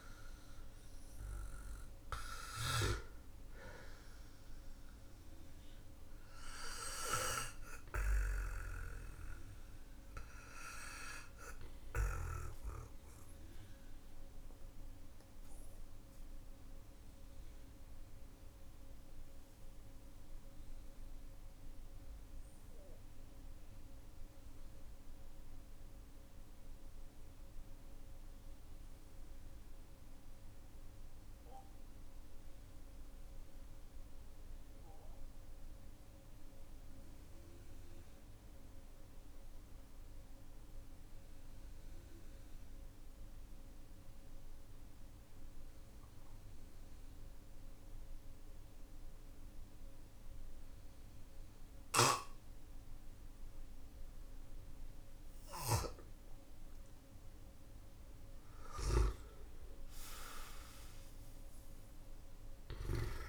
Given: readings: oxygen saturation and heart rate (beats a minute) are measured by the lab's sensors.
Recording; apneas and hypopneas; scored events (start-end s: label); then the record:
breathing in sleep by a room microphone; 1
15.00-56.50 s: obstructive apnea (oxygen 98% before, 90% lowest, heart rate 52 before, 43 extreme, up 13 after)
58.00-62.50 s: arousal
From the record:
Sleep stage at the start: N2 (light sleep); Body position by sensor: on the back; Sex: male